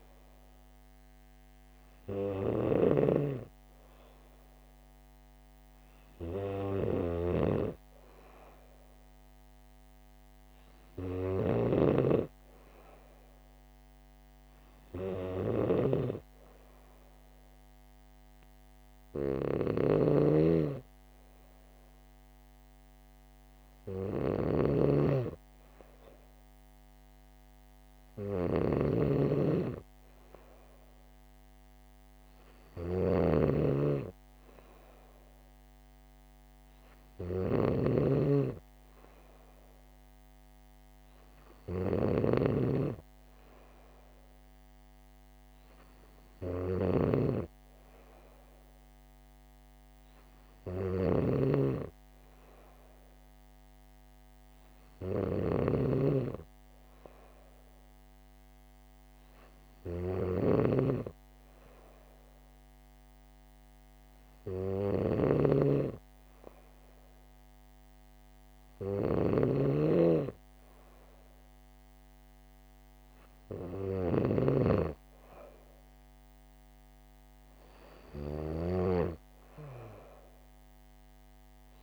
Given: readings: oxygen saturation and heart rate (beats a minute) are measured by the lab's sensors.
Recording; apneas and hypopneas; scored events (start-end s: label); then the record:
breathing in sleep by a microphone on the trachea; none
0.00-81.83 s: snoring (device-marked)
From the record:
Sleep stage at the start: N3 (deep sleep); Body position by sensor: on the back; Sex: female